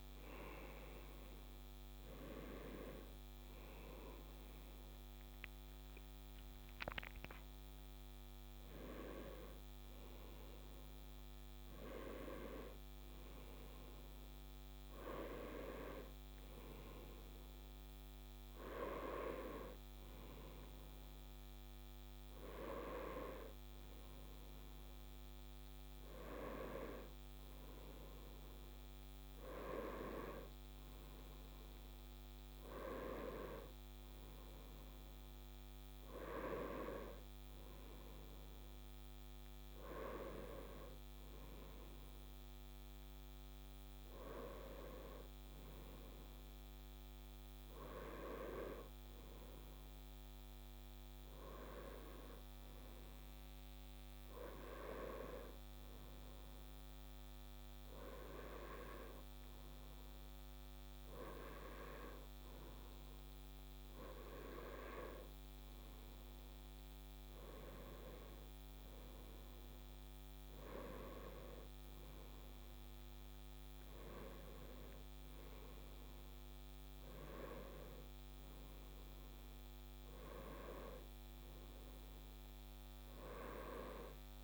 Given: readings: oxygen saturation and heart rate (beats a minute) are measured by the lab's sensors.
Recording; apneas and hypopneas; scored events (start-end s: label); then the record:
a person partly awake in a sleep study, by a microphone on the trachea; none
10.50-70.50 s: new sleep stage, N1 (lightest sleep)
70.50-84.43 s: new sleep stage, N2 (light sleep)
From the record:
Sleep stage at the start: awake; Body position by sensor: on the right side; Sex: male